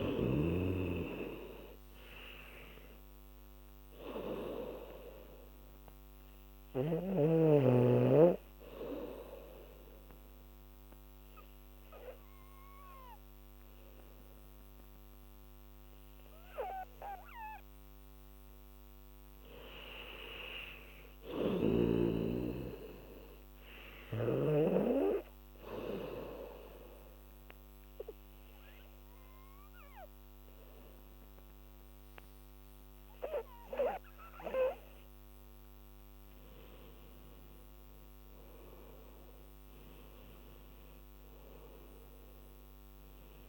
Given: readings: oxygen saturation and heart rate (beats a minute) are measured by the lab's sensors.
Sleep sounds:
breathing in sleep by a microphone on the trachea; 2
0.00-16.00 s: oxygen desaturation (device-marked, oxygen 91% lowest, heart rate 69 extreme)
9.00-19.50 s: obstructive apnea (oxygen 96% before, 91% lowest, heart rate 80 before, 75 extreme, up 12 after)
20.50-23.50 s: arousal
21.50-25.00 s: snoring (device-marked)
25.00-36.00 s: oxygen desaturation (device-marked, oxygen 98% before, 92% lowest, heart rate 76 before, 75 extreme)
25.50-36.50 s: obstructive apnea (oxygen 98% before, 88% lowest, heart rate 76 before, 75 extreme, up 13 after)
38.00-41.50 s: arousal
42.00-43.49 s: oxygen desaturation (device-marked, oxygen 96% before, 91% lowest, heart rate 79 before, 81 extreme)
From the record:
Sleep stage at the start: N2 (light sleep); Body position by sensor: on the back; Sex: female

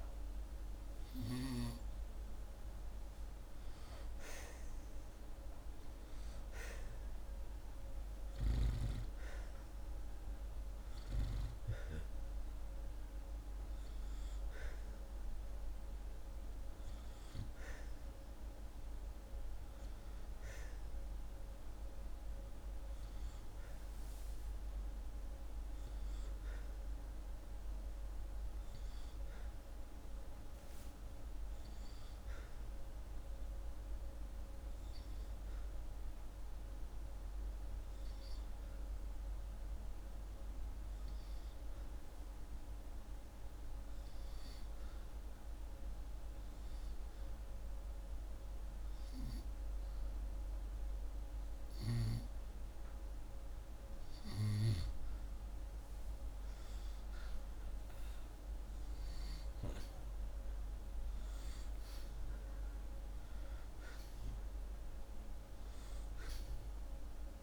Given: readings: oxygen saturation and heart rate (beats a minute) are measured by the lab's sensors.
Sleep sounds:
breathing in sleep by a room microphone; 1
7.50-28.50 s: oxygen desaturation (device-marked, oxygen 96% before, 93% lowest, heart rate 79 before, 80 extreme)
38.00-40.50 s: arousal
46.00-56.50 s: hypopnea (oxygen 97% before, 93% lowest, heart rate 83 before, 82 extreme, up 2 after)
55.50-67.43 s: oxygen desaturation (device-marked, oxygen 97% before, 93% lowest, heart rate 82 before, 76 extreme)
58.50-61.50 s: arousal
From the record:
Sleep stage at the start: N2 (light sleep); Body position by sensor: upright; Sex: male

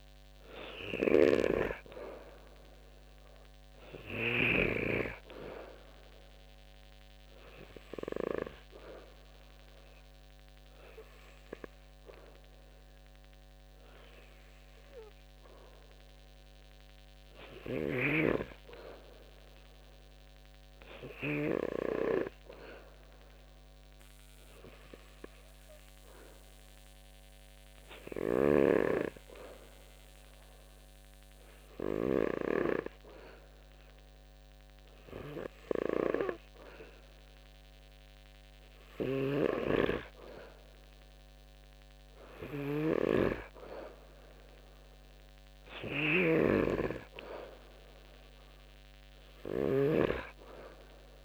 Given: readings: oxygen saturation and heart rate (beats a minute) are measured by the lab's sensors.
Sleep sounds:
breathing in sleep by a microphone on the trachea; none
0.00-3.00 s: arousal
21.00-33.00 s: oxygen desaturation (device-marked, oxygen 95% before, 91% lowest, heart rate 72 before, 73 extreme)
45.50-49.50 s: snoring (device-marked)
From the record:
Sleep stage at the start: N2 (light sleep); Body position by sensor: on the back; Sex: male

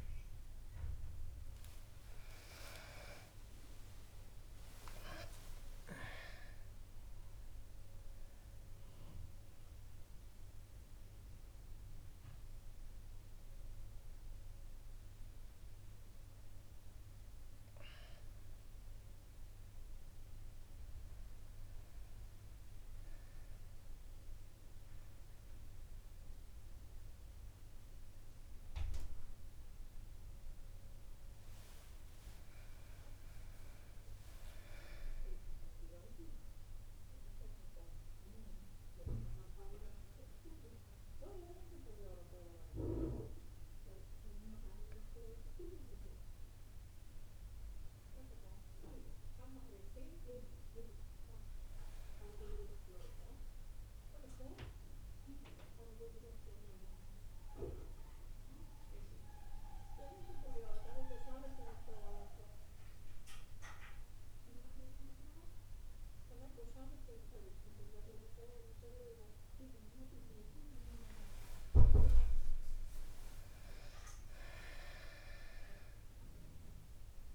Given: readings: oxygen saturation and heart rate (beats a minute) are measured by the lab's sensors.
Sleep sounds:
breathing in sleep by a room microphone; 3
2.50-7.50 s: arousal
3.50-12.50 s: oxygen desaturation (device-marked, oxygen 100% before, 96% lowest, heart rate 73 before, 67 extreme)
8.50-20.50 s: central apnea (oxygen 100% before, 96% lowest, heart rate 79 before, 67 extreme, up 1 after)
29.00-33.50 s: arousal
37.00-47.00 s: obstructive apnea (oxygen 99% before, 96% lowest, heart rate 69 before, 67 extreme, up 2 after)
49.00-54.00 s: arousal
58.00-70.00 s: obstructive apnea (oxygen 99% before, 96% lowest, heart rate 71 before, 67 extreme, up 11 after)
72.50-76.50 s: arousal
From the record:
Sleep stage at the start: N1 (lightest sleep); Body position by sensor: on the back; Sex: female

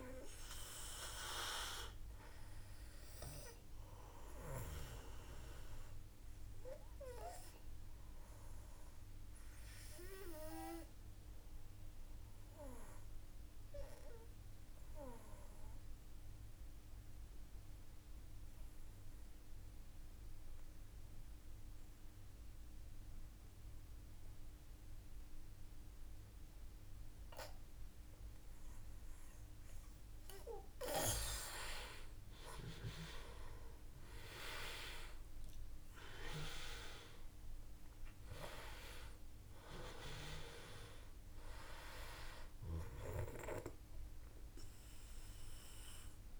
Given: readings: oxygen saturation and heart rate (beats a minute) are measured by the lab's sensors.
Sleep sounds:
breathing in sleep by a room microphone; 1
0.00-17.00 s: oxygen desaturation (device-marked, oxygen 92% lowest, heart rate 53 extreme)
4.00-29.00 s: obstructive apnea (oxygen 98% before, 90% lowest, heart rate 55 before, 52 extreme, up 3 after)
31.50-36.00 s: arousal
35.00-46.40 s: oxygen desaturation (device-marked, oxygen 97% before, 90% lowest, heart rate 54 before, 52 extreme)
From the record:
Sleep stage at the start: N2 (light sleep); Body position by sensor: on the back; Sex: male

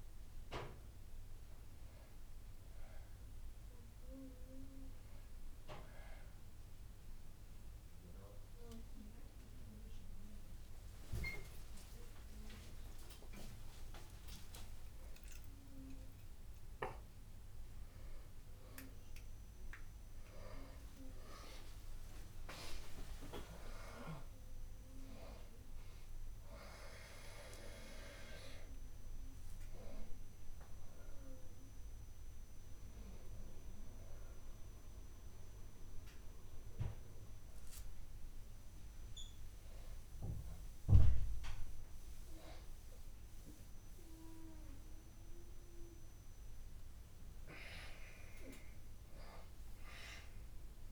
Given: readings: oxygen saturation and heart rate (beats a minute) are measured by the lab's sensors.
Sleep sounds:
a person awake in a sleep study, by a room microphone; none
12.00-14.00 s: long interval between heartbeats (device-marked, heart rate 80 before, 96 extreme)
14.50-16.50 s: long interval between heartbeats (device-marked, heart rate 81 before, 106 extreme)
21.50-23.50 s: long interval between heartbeats (device-marked, heart rate 87 before, 91 extreme)
27.00-29.00 s: long interval between heartbeats (device-marked, heart rate 91 before, 95 extreme)
29.00-50.92 s: oxygen desaturation (device-marked, oxygen 93% before, 89% lowest)
30.00-32.00 s: long interval between heartbeats (device-marked, heart rate 94 before, 76 extreme)
33.00-35.00 s: long interval between heartbeats (device-marked, heart rate 94 before, 54 extreme)
35.50-37.50 s: long interval between heartbeats (device-marked, heart rate 90 before, 54 extreme)
38.00-40.00 s: long interval between heartbeats (device-marked, heart rate 82 before, 56 extreme)
From the record:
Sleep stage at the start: awake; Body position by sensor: on the back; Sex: female

